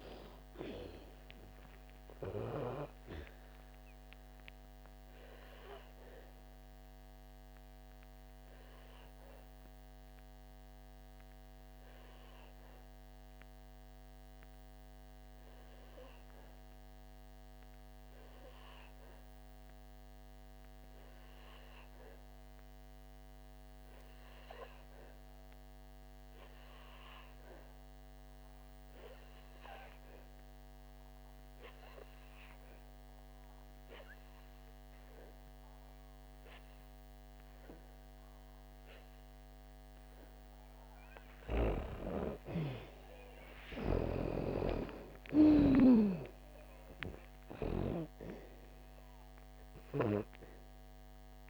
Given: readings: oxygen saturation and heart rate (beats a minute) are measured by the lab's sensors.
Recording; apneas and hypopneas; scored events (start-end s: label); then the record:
breathing in sleep by a microphone on the trachea; 1
0.00-2.50 s: arousal
0.00-28.50 s: oxygen desaturation (device-marked, oxygen 88% lowest, heart rate 55 extreme)
5.50-40.50 s: obstructive apnea (oxygen 98% before, 88% lowest, heart rate 66 before, 55 extreme, up 5 after)
43.00-47.50 s: arousal
48.50-51.50 s: oxygen desaturation (device-marked, oxygen 95% before, 91% lowest, heart rate 64 before, 56 extreme)
From the record:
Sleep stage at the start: N2 (light sleep); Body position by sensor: on the back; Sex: female